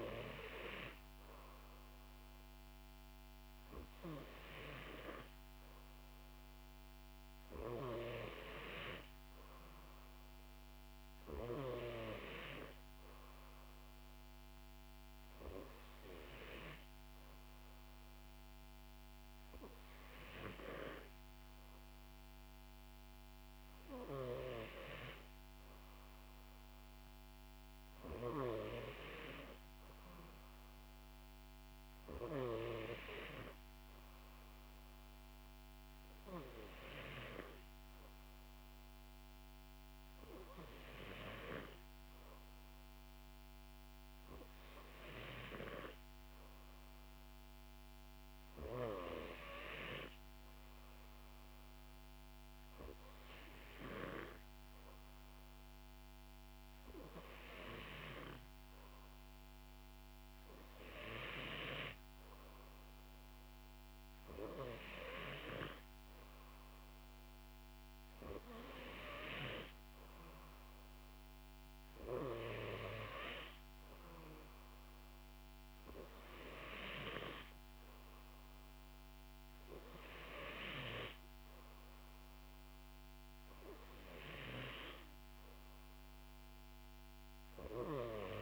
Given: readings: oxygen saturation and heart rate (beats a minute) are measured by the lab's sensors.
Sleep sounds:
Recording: breathing in sleep by a microphone on the trachea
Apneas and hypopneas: none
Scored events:
none scored
From the record:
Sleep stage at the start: N2 (light sleep)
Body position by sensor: on the back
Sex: female

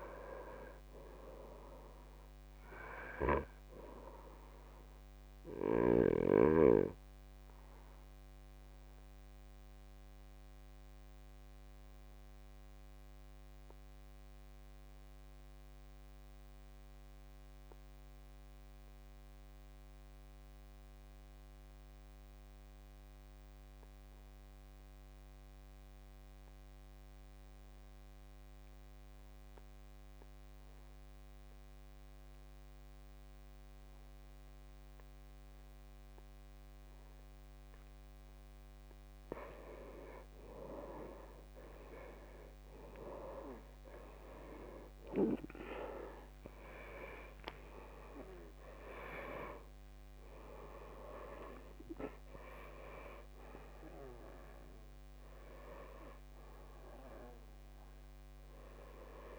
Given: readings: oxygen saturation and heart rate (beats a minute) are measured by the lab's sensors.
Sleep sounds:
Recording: breathing in sleep by a microphone on the trachea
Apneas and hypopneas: 1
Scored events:
0.00-1.00 s: oxygen desaturation (device-marked, oxygen 84% lowest, heart rate 54 extreme)
5.00-37.50 s: obstructive apnea (oxygen 95% before, 78% lowest, heart rate 66 before, 54 extreme, up 10 after)
28.00-59.39 s: oxygen desaturation (device-marked, oxygen 96% before, 78% lowest, heart rate 57 before, 53 extreme)
40.50-44.50 s: arousal
From the record:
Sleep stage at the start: N2 (light sleep)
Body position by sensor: on the right side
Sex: male

